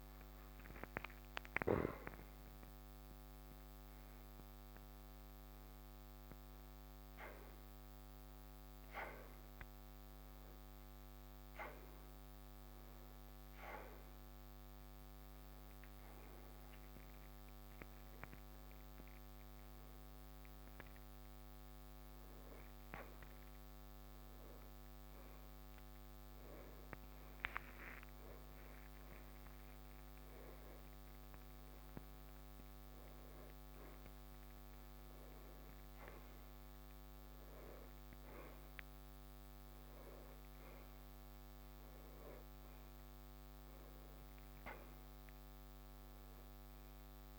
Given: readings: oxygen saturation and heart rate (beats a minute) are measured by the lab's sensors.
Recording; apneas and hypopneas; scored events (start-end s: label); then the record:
a person partly awake in a sleep study, by a microphone on the trachea; none
2.00-47.39 s: new sleep stage, N1 (lightest sleep)
From the record:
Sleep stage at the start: awake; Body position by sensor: upright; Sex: male